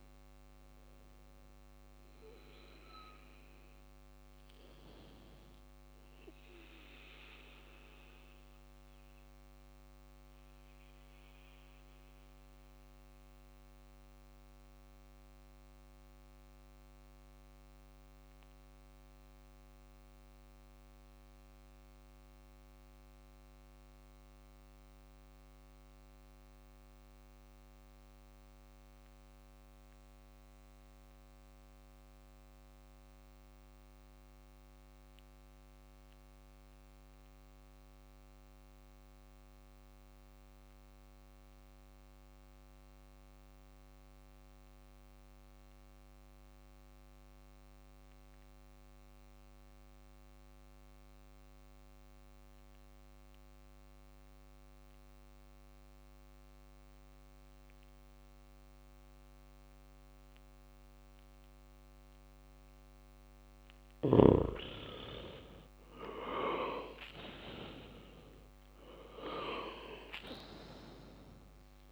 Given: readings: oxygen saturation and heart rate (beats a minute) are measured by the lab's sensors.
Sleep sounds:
breathing in sleep by a microphone on the trachea; 1
8.50-64.00 s: mixed apnea (oxygen 97% before, 91% lowest, heart rate 63 before, 49 extreme, up 13 after)
63.00-71.92 s: oxygen desaturation (device-marked, oxygen 97% before, 91% lowest, heart rate 51 before, 59 extreme)
66.00-71.50 s: arousal
From the record:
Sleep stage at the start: REM sleep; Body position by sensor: on the back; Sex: male

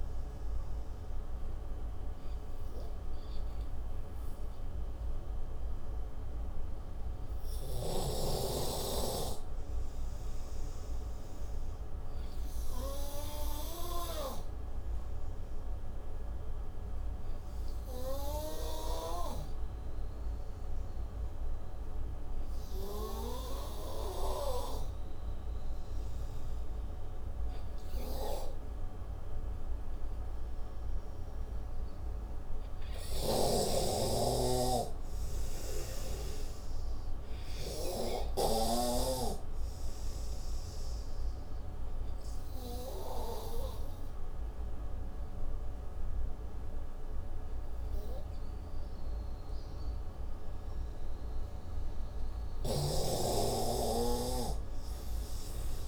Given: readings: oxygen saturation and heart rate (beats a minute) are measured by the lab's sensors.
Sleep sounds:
breathing in sleep by a room microphone; none
0.00-8.00 s: oxygen desaturation (device-marked, oxygen 94% before, 90% lowest)
16.00-25.00 s: oxygen desaturation (device-marked, oxygen 95% before, 89% lowest)
27.00-50.00 s: oxygen desaturation (device-marked, oxygen 94% before, 83% lowest)
53.00-55.88 s: snoring (device-marked)
From the record:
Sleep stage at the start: N3 (deep sleep); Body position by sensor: on the right side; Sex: male

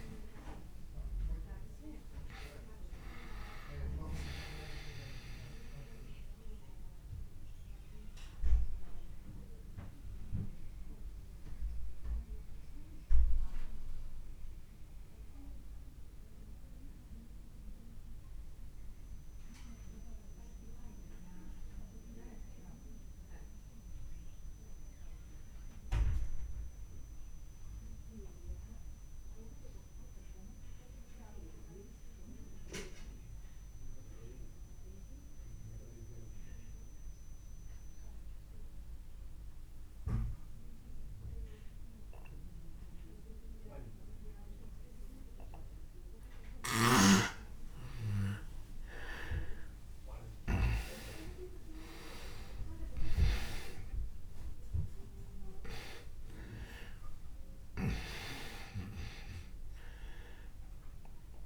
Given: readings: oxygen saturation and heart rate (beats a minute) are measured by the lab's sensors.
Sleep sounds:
breathing in sleep by a room microphone; 1
0.00-27.50 s: oxygen desaturation (device-marked, oxygen 82% lowest)
7.50-45.00 s: obstructive apnea (oxygen 97% before, 82% lowest)
42.50-61.46 s: oxygen desaturation (device-marked, oxygen 98% before, 85% lowest)
46.50-51.00 s: arousal
From the record:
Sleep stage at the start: REM sleep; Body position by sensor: on the back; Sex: male

